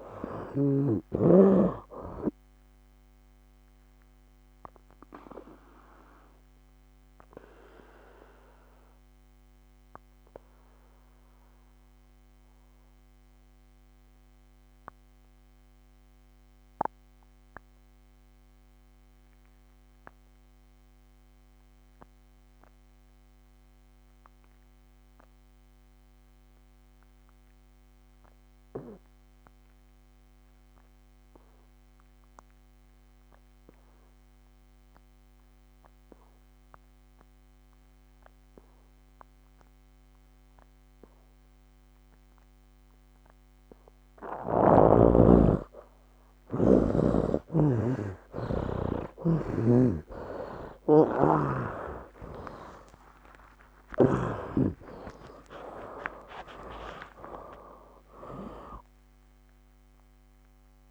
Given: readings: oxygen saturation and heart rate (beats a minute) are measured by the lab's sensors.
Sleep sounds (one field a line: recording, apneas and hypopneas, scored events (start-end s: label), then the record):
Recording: breathing in sleep by a microphone on the trachea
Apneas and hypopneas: 1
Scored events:
0.00-21.50 s: oxygen desaturation (device-marked, oxygen 70% lowest, heart rate 64 extreme)
3.00-5.00 s: long interval between heartbeats (device-marked, heart rate 71 before, 89 extreme)
3.00-45.50 s: obstructive apnea (oxygen 98% before, 70% lowest, heart rate 71 before, 64 extreme, up 10 after)
28.50-60.91 s: oxygen desaturation (device-marked, oxygen 99% before, 71% lowest, heart rate 69 before, 64 extreme)
49.50-54.50 s: snoring (device-marked)
52.50-58.00 s: arousal
59.50-60.91 s: long interval between heartbeats (device-marked, heart rate 75 before, 97 extreme)
From the record:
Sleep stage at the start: N2 (light sleep)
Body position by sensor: on the back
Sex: male